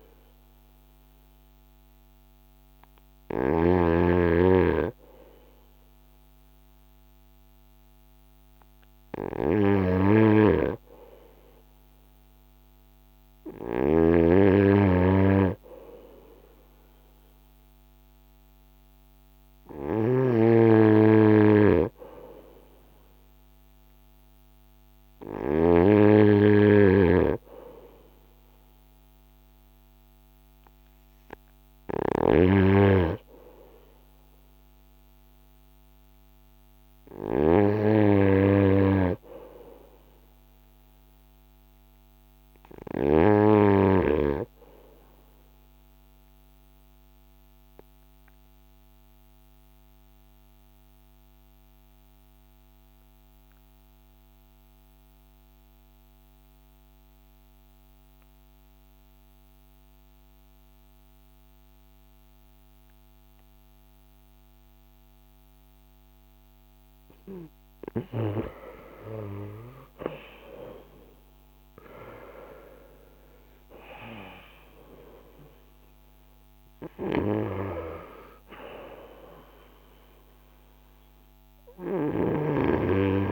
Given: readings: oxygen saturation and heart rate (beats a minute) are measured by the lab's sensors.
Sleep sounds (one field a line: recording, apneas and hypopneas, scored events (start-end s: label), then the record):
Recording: breathing in sleep by a microphone on the trachea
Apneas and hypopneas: 1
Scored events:
0.00-3.50 s: snoring (device-marked)
0.00-12.00 s: oxygen desaturation (device-marked, oxygen 90% lowest, heart rate 38 extreme)
13.50-25.50 s: snoring (device-marked)
44.00-67.50 s: obstructive apnea (oxygen 95% before, 83% lowest, heart rate 51 before, 45 extreme, up 11 after)
69.00-74.50 s: arousal
79.00-83.31 s: oxygen desaturation (device-marked, oxygen 92% before, 83% lowest, heart rate 55 before, 49 extreme)
From the record:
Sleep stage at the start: N2 (light sleep)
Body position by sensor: on the front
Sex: male